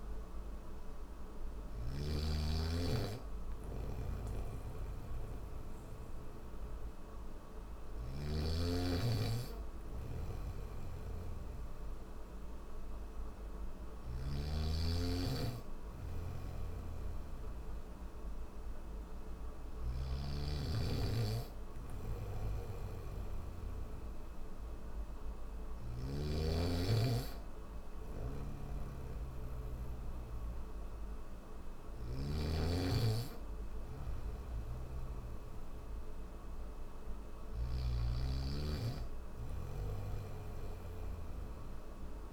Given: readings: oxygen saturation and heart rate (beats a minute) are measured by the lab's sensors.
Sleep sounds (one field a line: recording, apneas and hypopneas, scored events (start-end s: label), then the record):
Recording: breathing in sleep by a room microphone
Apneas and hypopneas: none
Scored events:
0.00-1.50 s: snoring (device-marked)
3.50-8.00 s: snoring (device-marked)
10.00-14.00 s: snoring (device-marked)
10.50-42.32 s: new sleep stage, N3 (deep sleep)
16.00-23.00 s: snoring (device-marked)
27.50-37.50 s: snoring (device-marked)
39.50-42.32 s: snoring (device-marked)
From the record:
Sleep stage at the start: N1 (lightest sleep)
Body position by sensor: on the back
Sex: male